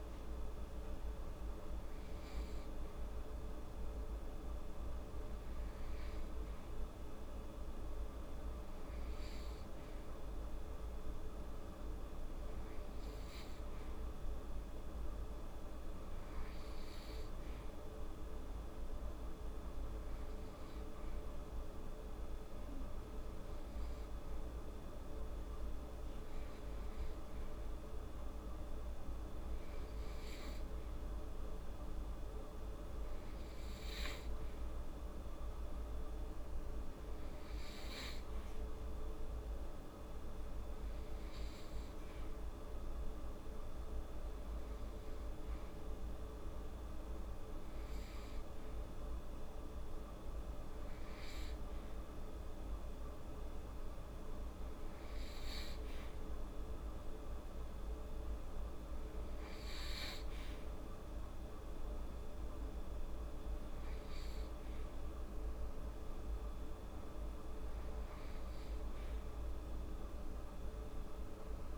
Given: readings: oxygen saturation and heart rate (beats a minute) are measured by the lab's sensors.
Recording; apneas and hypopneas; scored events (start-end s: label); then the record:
breathing in sleep, hard to hear, by a room microphone; none
8.00-32.00 s: oxygen desaturation (device-marked, oxygen 97% before, 90% lowest, heart rate 76 before, 77 extreme)
From the record:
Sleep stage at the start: N2 (light sleep); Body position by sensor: on the right side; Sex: female